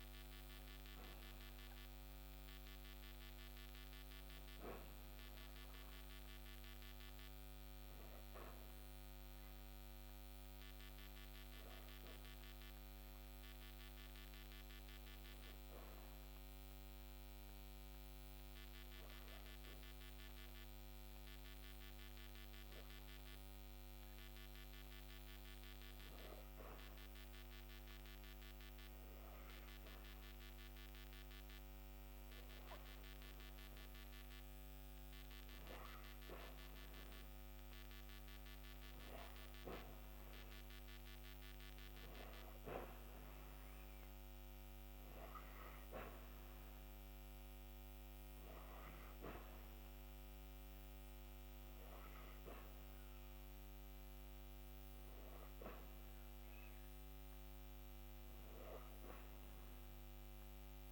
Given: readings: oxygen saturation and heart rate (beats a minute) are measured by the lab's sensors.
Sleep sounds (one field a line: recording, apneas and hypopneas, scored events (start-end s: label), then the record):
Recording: breathing in sleep, hard to hear, by a microphone on the trachea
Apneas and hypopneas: 1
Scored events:
14.50-33.00 s: hypopnea (oxygen 95% before, 92% lowest)
29.00-40.00 s: oxygen desaturation (device-marked, oxygen 97% before, 92% lowest)
34.50-38.50 s: arousal
From the record:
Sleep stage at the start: N2 (light sleep)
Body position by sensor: on the back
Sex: female